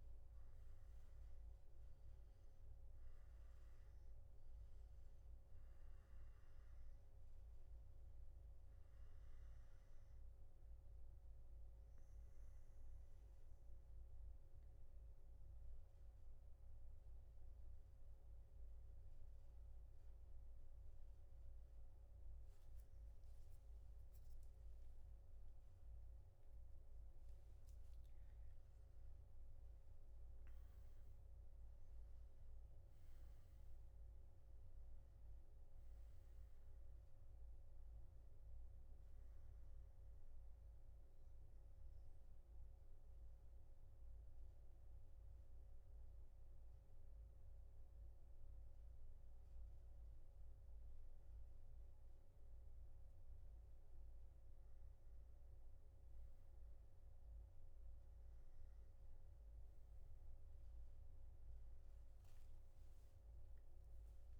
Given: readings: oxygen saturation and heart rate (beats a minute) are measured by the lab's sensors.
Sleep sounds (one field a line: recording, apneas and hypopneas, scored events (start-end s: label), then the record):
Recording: breathing in sleep, hard to hear, by a room microphone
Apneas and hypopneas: 2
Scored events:
12.50-27.00 s: mixed apnea (oxygen 96% before, 92% lowest, heart rate 122 before, 119 extreme, up 28 after)
40.00-51.50 s: obstructive apnea (oxygen 95% before, 93% lowest, heart rate 138 before, 118 extreme, up 9 after)
46.00-53.00 s: oxygen desaturation (device-marked, oxygen 96% before, 93% lowest, heart rate 135 before, 118 extreme)
From the record:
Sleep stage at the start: N2 (light sleep)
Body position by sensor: on the back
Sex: male